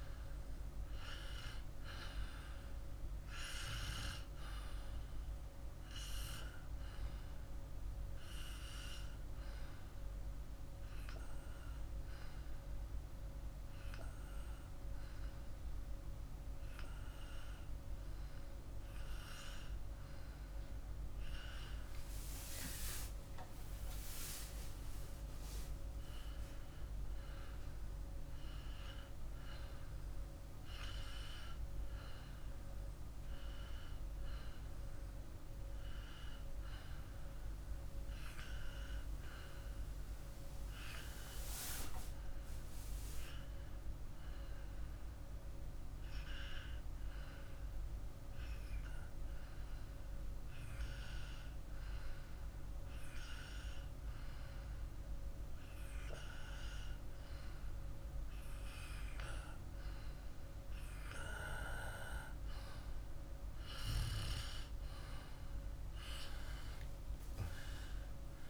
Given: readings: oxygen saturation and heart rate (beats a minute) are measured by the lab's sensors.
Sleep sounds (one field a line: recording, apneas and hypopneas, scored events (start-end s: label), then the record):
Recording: breathing in sleep by a room microphone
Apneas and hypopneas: 2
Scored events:
9.50-21.50 s: hypopnea (oxygen 98% before, 94% lowest, heart rate 57 before, 49 extreme, up 3 after)
23.00-26.50 s: arousal
47.50-60.50 s: hypopnea (oxygen 98% before, 94% lowest, heart rate 51 before, 49 extreme, up 18 after)
66.00-68.50 s: arousal
From the record:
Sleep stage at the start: N2 (light sleep)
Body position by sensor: on the back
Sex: male